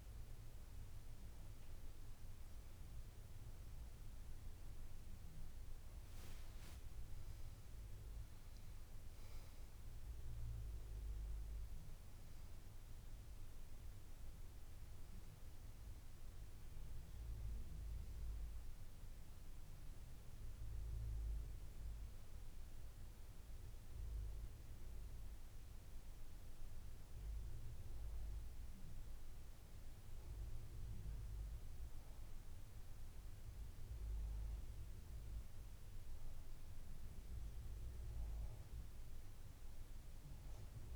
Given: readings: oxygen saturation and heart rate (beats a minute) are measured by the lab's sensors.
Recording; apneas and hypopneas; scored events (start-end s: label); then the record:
breathing in sleep, hard to hear, by a room microphone; none
none scored
From the record:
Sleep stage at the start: N2 (light sleep); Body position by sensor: on the back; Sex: female